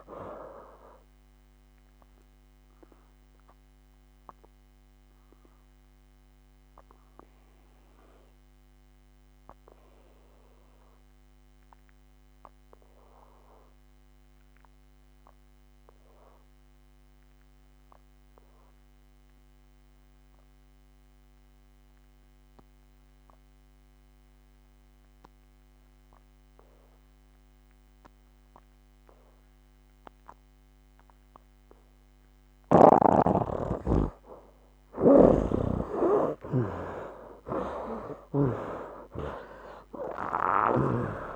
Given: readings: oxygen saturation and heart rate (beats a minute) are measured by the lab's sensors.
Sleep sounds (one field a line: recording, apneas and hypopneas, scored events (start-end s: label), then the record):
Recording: breathing in sleep by a microphone on the trachea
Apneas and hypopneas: 1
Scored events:
0.00-21.00 s: oxygen desaturation (device-marked, oxygen 75% lowest, heart rate 63 extreme)
2.00-33.00 s: obstructive apnea (oxygen 98% before, 71% lowest, heart rate 68 before, 63 extreme, up 14 after)
29.00-41.36 s: oxygen desaturation (device-marked, oxygen 97% before, 71% lowest, heart rate 65 before, 61 extreme)
35.00-38.50 s: snoring (device-marked)
39.00-41.36 s: arousal
From the record:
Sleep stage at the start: N2 (light sleep)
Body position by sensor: on the back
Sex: male